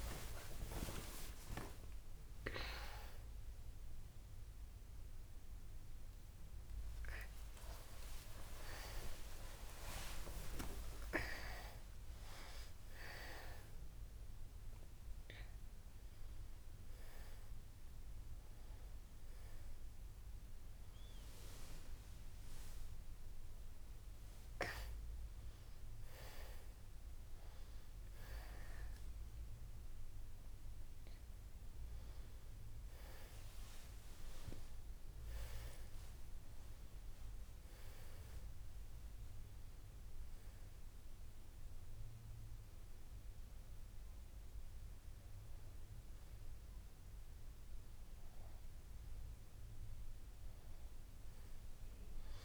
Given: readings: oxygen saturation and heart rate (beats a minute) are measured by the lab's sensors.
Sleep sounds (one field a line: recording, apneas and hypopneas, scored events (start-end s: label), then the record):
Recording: a person awake in a sleep study, by a room microphone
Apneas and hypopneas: none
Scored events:
none scored
From the record:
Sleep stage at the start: awake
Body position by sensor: on the back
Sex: female